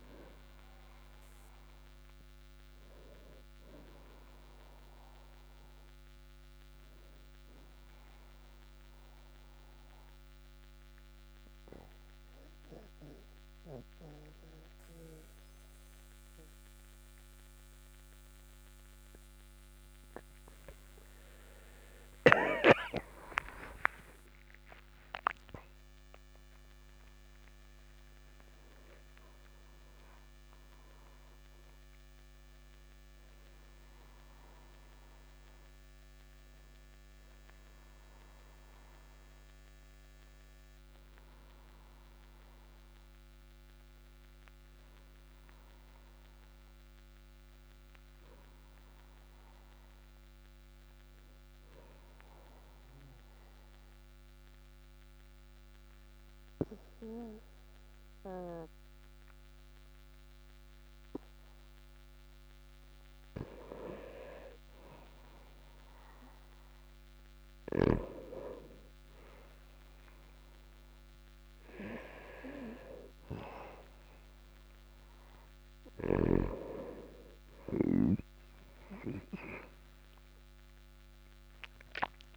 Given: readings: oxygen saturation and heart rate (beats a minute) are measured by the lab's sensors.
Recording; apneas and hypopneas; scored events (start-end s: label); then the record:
breathing in sleep by a microphone on the trachea; 2
1.50-14.50 s: oxygen desaturation (device-marked, oxygen 98% before, 94% lowest, heart rate 48 before, 46 extreme)
2.00-5.50 s: arousal
9.00-20.00 s: obstructive apnea (oxygen 98% before, 95% lowest, heart rate 47 before, 48 extreme, up 6 after)
23.50-28.50 s: arousal
52.50-63.00 s: obstructive apnea (oxygen 99% before, 96% lowest, heart rate 55 before, 46 extreme, up 3 after)
66.50-70.00 s: arousal
From the record:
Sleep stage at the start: N2 (light sleep); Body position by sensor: on the back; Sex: male